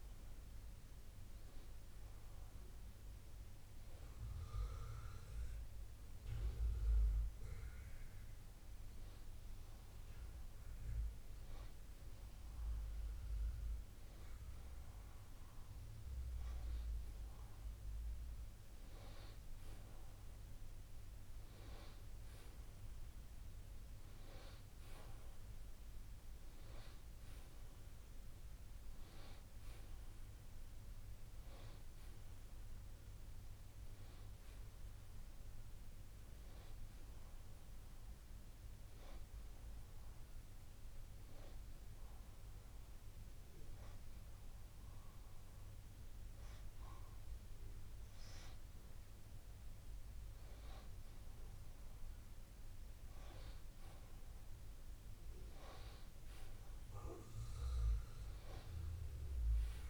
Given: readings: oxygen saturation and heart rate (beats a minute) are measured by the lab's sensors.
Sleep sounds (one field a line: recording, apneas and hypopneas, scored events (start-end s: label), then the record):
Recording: breathing in sleep by a room microphone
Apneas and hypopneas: 1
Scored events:
39.00-52.50 s: hypopnea (oxygen 94% before, 91% lowest, heart rate 64 before, 53 extreme, up 2 after)
54.50-57.50 s: arousal
From the record:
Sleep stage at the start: REM sleep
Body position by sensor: on the back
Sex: male